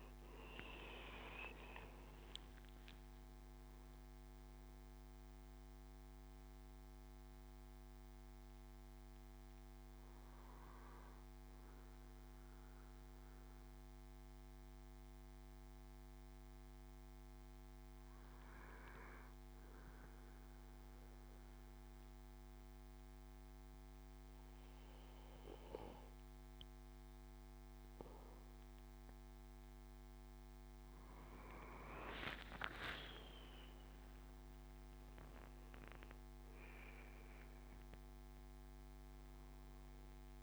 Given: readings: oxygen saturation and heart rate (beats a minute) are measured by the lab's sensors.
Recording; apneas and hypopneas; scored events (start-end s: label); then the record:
breathing in sleep by a microphone on the trachea; 1
0.00-16.50 s: oxygen desaturation (device-marked, oxygen 91% lowest, heart rate 63 extreme)
5.50-29.00 s: hypopnea (oxygen 98% before, 92% lowest, heart rate 80 before, 65 extreme, up 16 after)
33.00-37.00 s: arousal
From the record:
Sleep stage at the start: N2 (light sleep); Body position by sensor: on the back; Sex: male